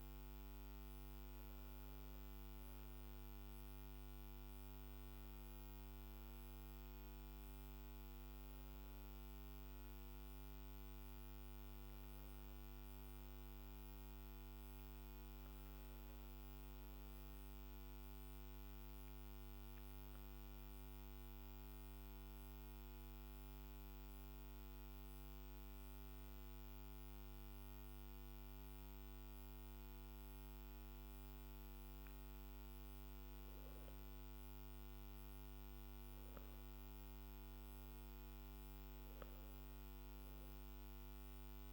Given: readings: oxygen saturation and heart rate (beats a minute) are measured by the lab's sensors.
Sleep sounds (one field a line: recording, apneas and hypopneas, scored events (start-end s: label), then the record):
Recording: breathing in sleep, hard to hear, by a microphone on the trachea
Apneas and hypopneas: 1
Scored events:
18.00-32.50 s: hypopnea (oxygen 99% before, 94% lowest, heart rate 50 before, 46 extreme, up 2 after)
From the record:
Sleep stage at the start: N2 (light sleep)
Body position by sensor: on the back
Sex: male